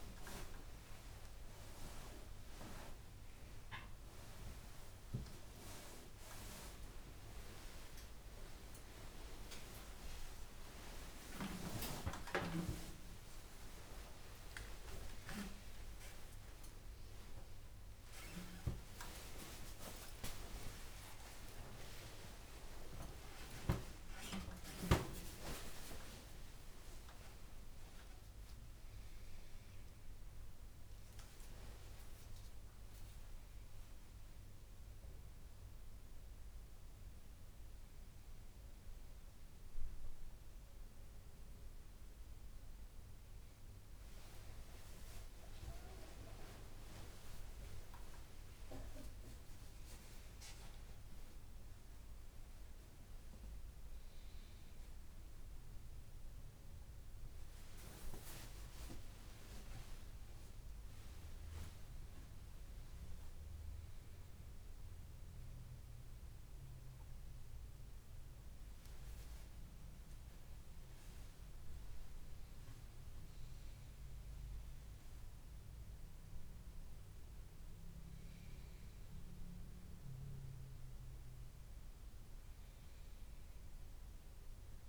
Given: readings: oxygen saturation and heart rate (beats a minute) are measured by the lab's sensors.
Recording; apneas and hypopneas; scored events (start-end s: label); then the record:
a person awake in a sleep study, by a room microphone; none
32.00-39.00 s: oxygen desaturation (device-marked, oxygen 99% before, 95% lowest)
60.00-84.88 s: oxygen desaturation (device-marked, oxygen 98% before, 95% lowest)
From the record:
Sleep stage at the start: awake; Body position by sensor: on the left side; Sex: female